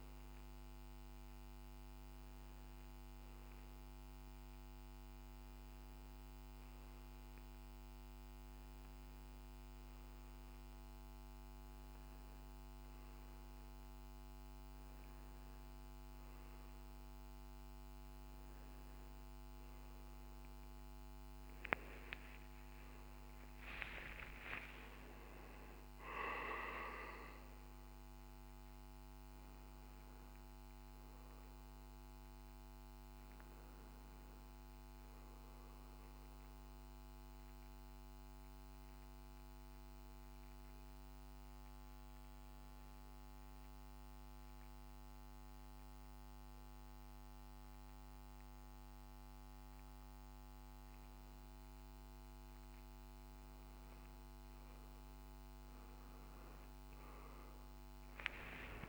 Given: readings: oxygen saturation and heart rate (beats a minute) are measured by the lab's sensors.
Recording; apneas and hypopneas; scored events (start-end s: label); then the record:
a person partly awake in a sleep study, hard to hear, by a microphone on the trachea; 1
3.00-58.89 s: new sleep stage, N1 (lightest sleep)
30.50-34.50 s: arousal
36.50-51.50 s: obstructive apnea (oxygen 96% before, 92% lowest, heart rate 58 before, 57 extreme, up 28 after)
56.00-58.89 s: oxygen desaturation (device-marked, oxygen 97% before, 92% lowest, heart rate 59 before, 54 extreme)
57.50-58.89 s: long interval between heartbeats (device-marked, heart rate 59 before, 79 extreme)
From the record:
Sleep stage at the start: awake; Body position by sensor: on the back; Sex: male